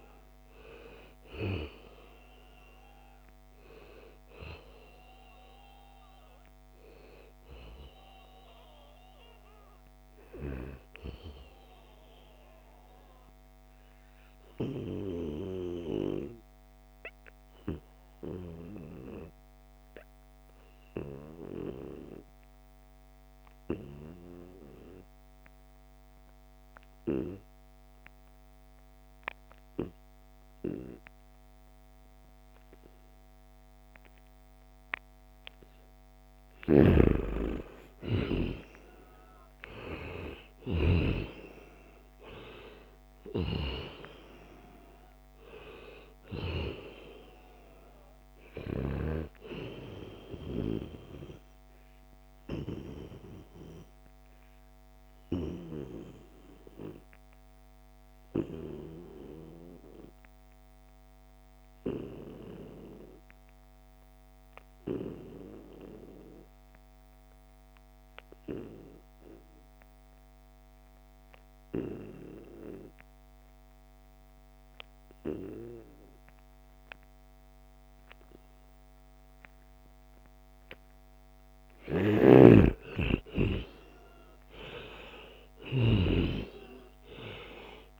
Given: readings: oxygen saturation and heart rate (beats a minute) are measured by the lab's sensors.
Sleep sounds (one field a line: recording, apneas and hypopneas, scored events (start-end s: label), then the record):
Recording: breathing in sleep by a microphone on the trachea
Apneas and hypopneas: 2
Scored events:
0.00-21.00 s: oxygen desaturation (device-marked, oxygen 86% lowest, heart rate 67 extreme)
13.00-35.50 s: obstructive apnea (oxygen 96% before, 86% lowest, heart rate 80 before, 73 extreme, up 3 after)
15.50-17.50 s: long interval between heartbeats (device-marked, heart rate 81 before, 85 extreme)
36.50-41.00 s: snoring (device-marked)
37.00-41.50 s: arousal
40.00-62.00 s: oxygen desaturation (device-marked, oxygen 97% before, 90% lowest, heart rate 75 before, 69 extreme)
50.50-81.00 s: obstructive apnea (oxygen 98% before, 89% lowest, heart rate 76 before, 69 extreme, up 16 after)
78.00-88.00 s: oxygen desaturation (device-marked, oxygen 97% before, 89% lowest, heart rate 72 before, 74 extreme)
80.50-82.50 s: long interval between heartbeats (device-marked, heart rate 71 before, 79 extreme)
82.00-86.00 s: snoring (device-marked)
83.00-86.00 s: arousal
From the record:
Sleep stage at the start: N2 (light sleep)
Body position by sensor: on the back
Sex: male